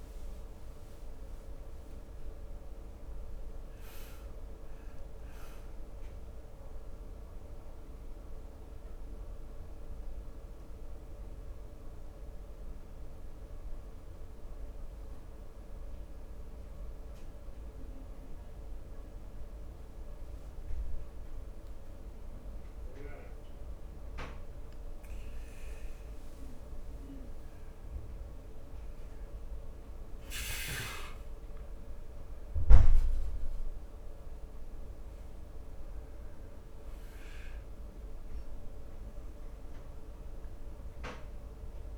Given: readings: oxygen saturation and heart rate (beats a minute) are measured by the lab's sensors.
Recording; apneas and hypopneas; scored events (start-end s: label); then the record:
breathing in sleep, hard to hear, by a room microphone; 1
7.50-25.00 s: obstructive apnea (oxygen 98% before, 91% lowest, heart rate 70 before, 63 extreme, up 4 after)
24.00-31.00 s: oxygen desaturation (device-marked, oxygen 97% before, 93% lowest, heart rate 69 before, 63 extreme)
26.50-30.00 s: arousal
From the record:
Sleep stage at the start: N2 (light sleep); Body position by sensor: on the right side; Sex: male